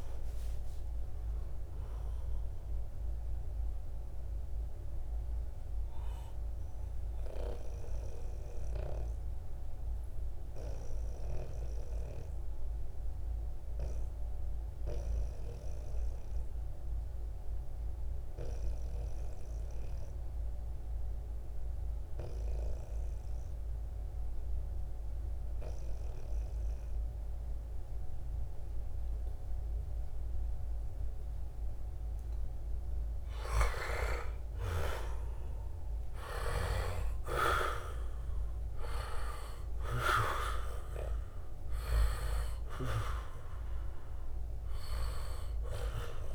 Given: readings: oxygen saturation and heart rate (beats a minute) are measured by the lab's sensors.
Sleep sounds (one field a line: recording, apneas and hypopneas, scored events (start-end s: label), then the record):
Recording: breathing in sleep by a room microphone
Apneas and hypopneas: 1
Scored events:
0.00-1.50 s: long interval between heartbeats (device-marked, heart rate 123 extreme)
0.00-9.50 s: oxygen desaturation (device-marked, oxygen 89% lowest, heart rate 64 extreme)
3.50-32.50 s: obstructive apnea (oxygen 96% before, 88% lowest, heart rate 90 before, 67 extreme, up 8 after)
28.50-46.35 s: oxygen desaturation (device-marked, oxygen 97% before, 88% lowest, heart rate 71 before, 65 extreme)
34.00-38.00 s: arousal
From the record:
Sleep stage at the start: N2 (light sleep)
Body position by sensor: on the back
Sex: male